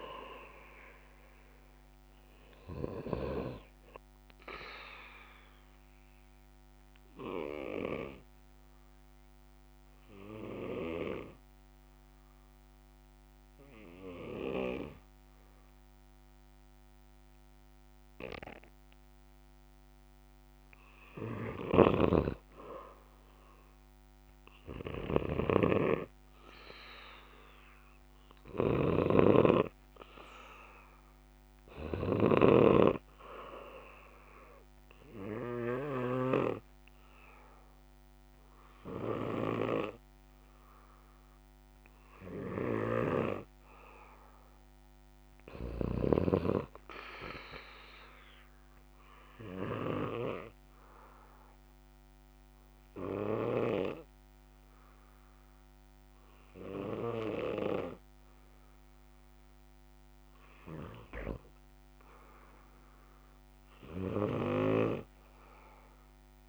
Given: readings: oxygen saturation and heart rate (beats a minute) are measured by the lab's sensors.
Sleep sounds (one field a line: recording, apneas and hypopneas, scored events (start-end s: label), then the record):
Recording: breathing in sleep by a microphone on the trachea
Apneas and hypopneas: 2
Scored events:
6.50-21.00 s: obstructive apnea (oxygen 96% before, 91% lowest, heart rate 67 before, 59 extreme, up 2 after)
21.50-33.00 s: snoring (device-marked)
23.50-26.50 s: arousal
25.00-43.00 s: oxygen desaturation (device-marked, oxygen 96% before, 92% lowest, heart rate 65 before, 59 extreme)
48.50-61.50 s: obstructive apnea (oxygen 96% before, 91% lowest, heart rate 63 before, 61 extreme, up 8 after)
52.00-65.00 s: oxygen desaturation (device-marked, oxygen 94% before, 91% lowest, heart rate 65 before, 61 extreme)
64.50-66.49 s: snoring (device-marked)
From the record:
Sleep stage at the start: N2 (light sleep)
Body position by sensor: on the back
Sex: male